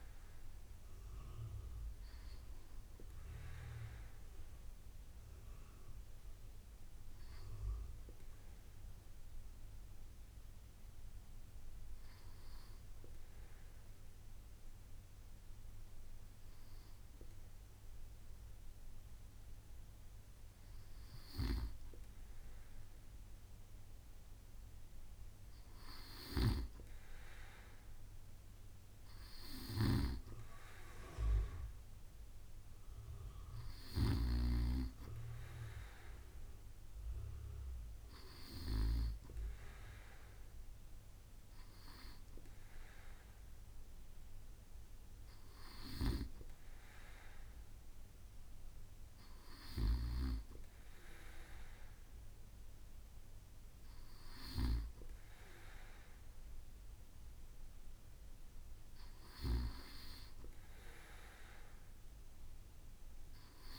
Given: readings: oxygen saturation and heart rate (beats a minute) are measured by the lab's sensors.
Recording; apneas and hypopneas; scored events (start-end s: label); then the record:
breathing in sleep by a room microphone; 1
5.00-21.00 s: hypopnea (oxygen 96% before, 95% lowest, heart rate 70 before, 62 extreme, up 6 after)
23.00-26.00 s: arousal
From the record:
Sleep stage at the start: N2 (light sleep); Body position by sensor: on the right side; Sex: male